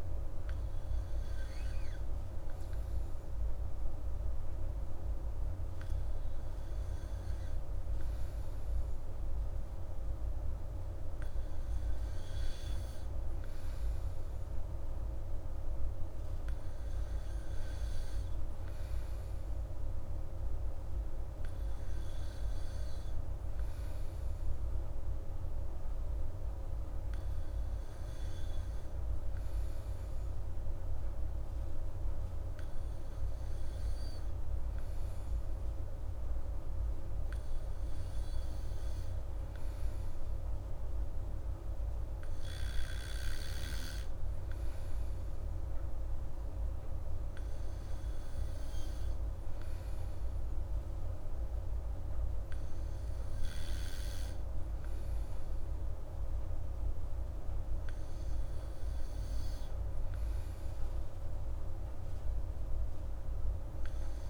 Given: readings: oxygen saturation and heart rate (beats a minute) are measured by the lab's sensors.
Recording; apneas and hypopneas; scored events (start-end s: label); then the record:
breathing in sleep, hard to hear, by a room microphone; none
none scored
From the record:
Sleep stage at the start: N2 (light sleep); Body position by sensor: on the back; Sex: female